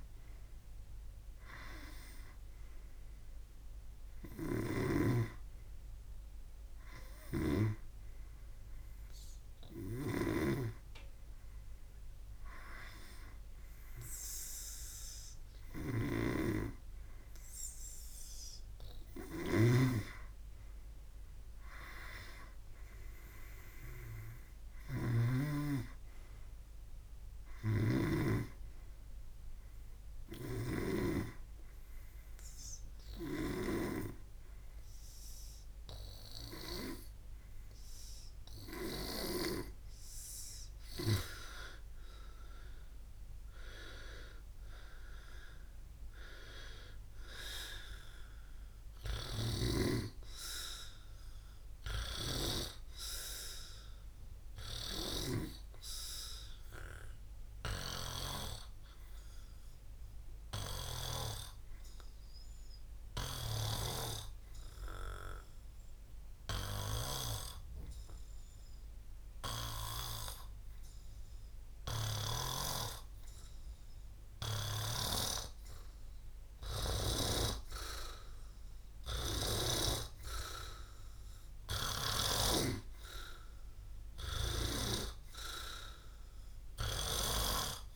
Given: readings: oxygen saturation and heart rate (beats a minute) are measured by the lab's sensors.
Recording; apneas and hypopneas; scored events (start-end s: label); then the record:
breathing in sleep by a room microphone; 2
0.00-28.50 s: snoring (device-marked)
1.00-5.50 s: arousal
30.00-40.50 s: obstructive apnea (oxygen 100% before, 95% lowest, heart rate 67 before, 64 extreme, up 12 after)
43.50-47.00 s: arousal
60.00-76.50 s: hypopnea (oxygen 98% before, 93% lowest, heart rate 70 before, 62 extreme, up 3 after)
72.00-83.00 s: snoring (device-marked)
78.00-87.96 s: oxygen desaturation (device-marked, oxygen 100% before, 95% lowest, heart rate 67 before, 62 extreme)
78.50-81.50 s: arousal
From the record:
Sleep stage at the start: N2 (light sleep); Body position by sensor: on the back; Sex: male